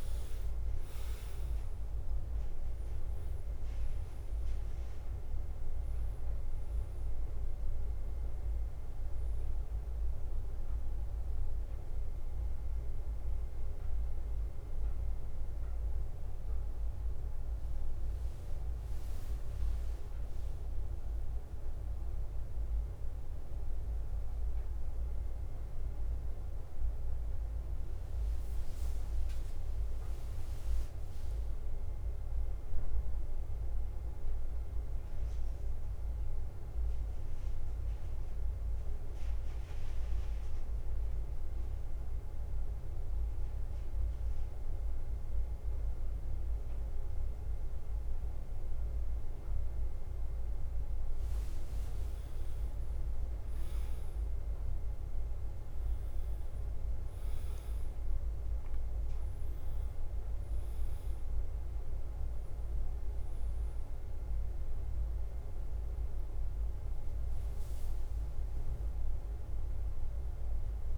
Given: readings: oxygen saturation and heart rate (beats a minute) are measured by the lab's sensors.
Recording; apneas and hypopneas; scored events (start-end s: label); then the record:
breathing in sleep, hard to hear, by a room microphone; 2
0.00-1.50 s: arousal
0.00-11.50 s: oxygen desaturation (device-marked, oxygen 95% lowest, heart rate 52 extreme)
0.00-70.98 s: bradycardia (device-marked, heart rate 49 extreme)
10.00-20.50 s: hypopnea (oxygen 98% before, 94% lowest, heart rate 54 before, 51 extreme, up 2 after)
22.50-27.50 s: arousal
35.50-51.00 s: central apnea (oxygen 98% before, 94% lowest, heart rate 53 before, 50 extreme, up 4 after)
52.00-58.00 s: arousal
56.50-67.50 s: oxygen desaturation (device-marked, oxygen 100% before, 96% lowest, heart rate 52 before, 50 extreme)
From the record:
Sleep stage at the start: N2 (light sleep); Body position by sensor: on the back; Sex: male